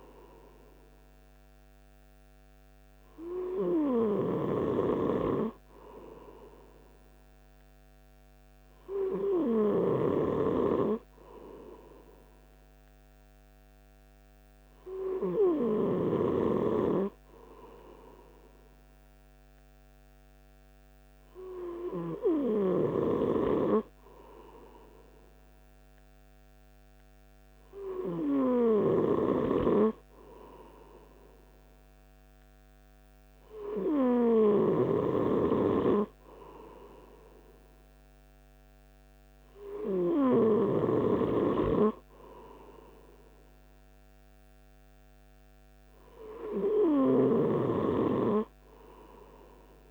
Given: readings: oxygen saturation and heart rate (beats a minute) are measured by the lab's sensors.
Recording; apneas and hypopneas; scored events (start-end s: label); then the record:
breathing in sleep by a microphone on the trachea; none
none scored
From the record:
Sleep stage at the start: N2 (light sleep); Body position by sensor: on the right side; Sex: male